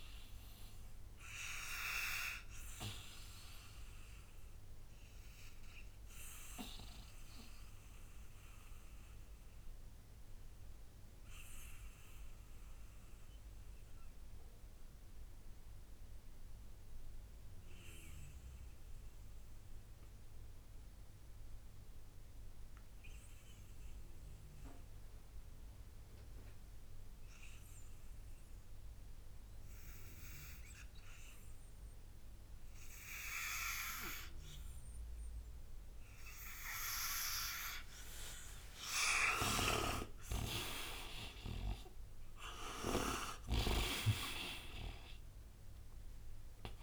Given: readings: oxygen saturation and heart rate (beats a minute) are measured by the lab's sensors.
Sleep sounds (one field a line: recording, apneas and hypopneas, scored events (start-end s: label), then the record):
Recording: breathing in sleep by a room microphone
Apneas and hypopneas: 1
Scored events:
0.00-23.50 s: oxygen desaturation (device-marked, oxygen 87% lowest, heart rate 57 extreme)
5.00-37.50 s: obstructive apnea (oxygen 99% before, 78% lowest, heart rate 67 before, 57 extreme, up 23 after)
35.50-46.83 s: oxygen desaturation (device-marked, oxygen 97% before, 78% lowest, heart rate 64 before, 58 extreme)
39.00-45.00 s: arousal
39.00-46.83 s: snoring (device-marked)
From the record:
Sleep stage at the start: N2 (light sleep)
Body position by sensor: on the right side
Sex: male